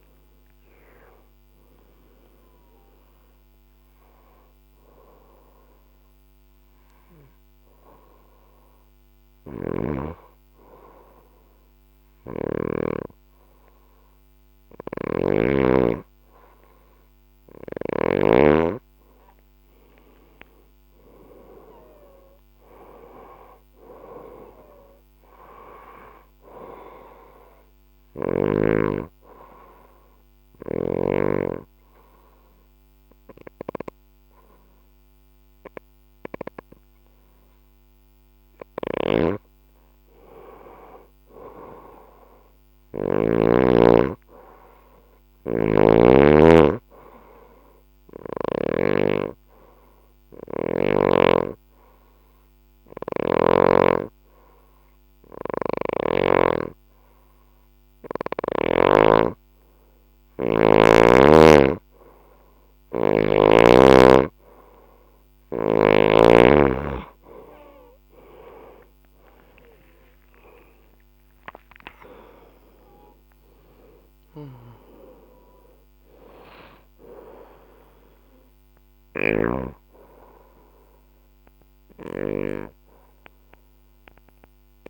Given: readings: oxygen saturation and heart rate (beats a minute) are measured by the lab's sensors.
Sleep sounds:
breathing in sleep by a microphone on the trachea; 1
0.00-5.00 s: oxygen desaturation (device-marked, oxygen 91% lowest, heart rate 60 extreme)
9.00-12.50 s: snoring (device-marked)
23.00-35.00 s: oxygen desaturation (device-marked, oxygen 98% before, 93% lowest, heart rate 64 before, 59 extreme)
37.00-41.00 s: arousal
38.50-43.00 s: snoring (device-marked)
45.00-48.50 s: snoring (device-marked)
46.00-65.50 s: obstructive apnea (oxygen 98% before, 91% lowest, heart rate 64 before, 61 extreme, up 20 after)
68.00-84.90 s: oxygen desaturation (device-marked, oxygen 95% before, 91% lowest, heart rate 65 before, 61 extreme)
69.50-76.00 s: arousal
From the record:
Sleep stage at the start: N2 (light sleep); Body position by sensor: on the left side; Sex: female

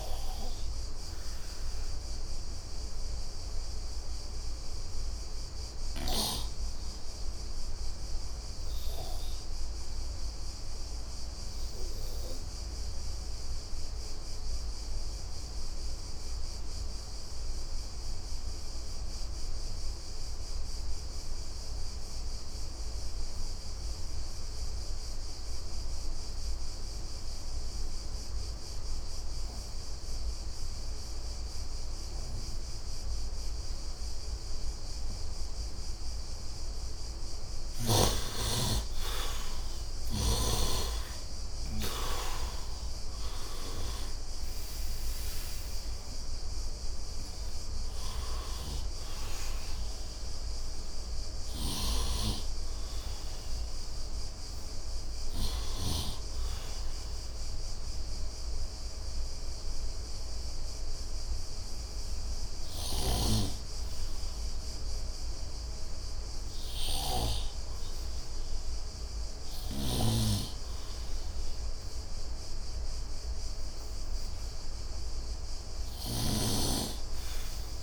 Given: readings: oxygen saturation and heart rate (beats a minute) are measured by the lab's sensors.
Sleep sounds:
breathing in sleep by a room microphone; 2
0.00-14.50 s: oxygen desaturation (device-marked, oxygen 73% lowest, heart rate 74 extreme)
1.00-35.50 s: obstructive apnea (oxygen 96% before, 68% lowest, heart rate 81 before, 74 extreme, up 9 after)
23.50-67.50 s: oxygen desaturation (device-marked, oxygen 99% before, 68% lowest, heart rate 76 before, 70 extreme)
38.00-41.00 s: arousal
51.00-56.00 s: snoring (device-marked)
57.50-69.50 s: obstructive apnea (oxygen 89% before, 68% lowest, heart rate 86 before, 70 extreme, up 15 after)
62.50-76.00 s: snoring (device-marked)
72.50-76.50 s: arousal
From the record:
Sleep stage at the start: N2 (light sleep); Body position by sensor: on the right side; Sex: male

